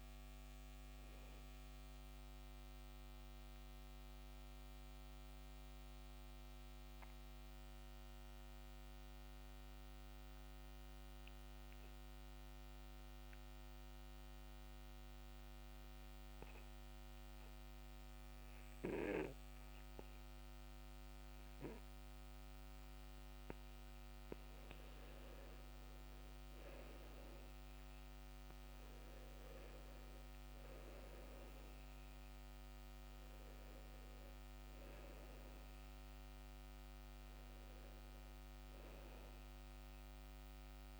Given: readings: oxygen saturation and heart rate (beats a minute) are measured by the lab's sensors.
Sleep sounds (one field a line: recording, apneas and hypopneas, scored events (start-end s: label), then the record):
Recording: breathing in sleep, hard to hear, by a microphone on the trachea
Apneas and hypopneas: 1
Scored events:
0.00-9.00 s: oxygen desaturation (device-marked, oxygen 95% before, 87% lowest, heart rate 68 before, 61 extreme)
1.50-24.00 s: mixed apnea (oxygen 94% before, 87% lowest, heart rate 71 before, 61 extreme, up 8 after)
25.00-41.00 s: oxygen desaturation (device-marked, oxygen 97% before, 88% lowest, heart rate 63 before, 61 extreme)
25.50-29.00 s: arousal
From the record:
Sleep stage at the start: N2 (light sleep)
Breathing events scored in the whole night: 164 in 3.0 hours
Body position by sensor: on the back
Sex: male